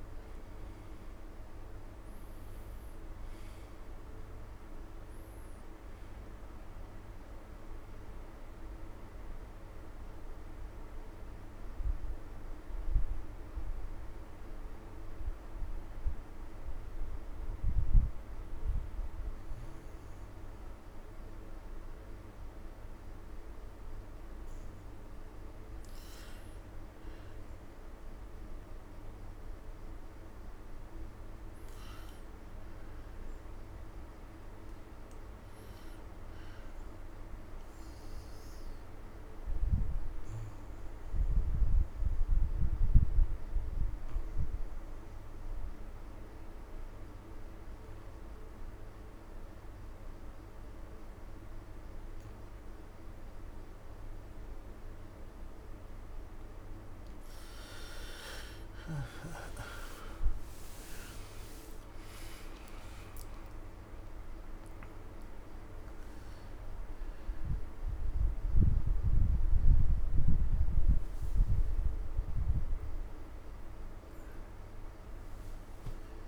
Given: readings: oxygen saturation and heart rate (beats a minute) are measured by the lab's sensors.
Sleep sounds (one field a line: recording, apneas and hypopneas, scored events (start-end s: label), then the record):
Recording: breathing in sleep, hard to hear, by a room microphone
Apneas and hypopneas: 2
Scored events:
1.00-18.00 s: oxygen desaturation (device-marked, oxygen 97% before, 91% lowest)
7.00-18.00 s: mixed apnea (oxygen 99% before, 89% lowest)
21.00-24.50 s: arousal
26.00-43.00 s: oxygen desaturation (device-marked, oxygen 98% before, 90% lowest)
37.50-54.50 s: obstructive apnea (oxygen 98% before, 87% lowest)
54.00-61.00 s: oxygen desaturation (device-marked, oxygen 96% before, 93% lowest)
58.50-63.50 s: arousal
63.00-68.00 s: oxygen desaturation (device-marked, oxygen 96% before, 89% lowest)
From the record:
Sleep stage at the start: N2 (light sleep)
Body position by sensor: on the back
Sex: male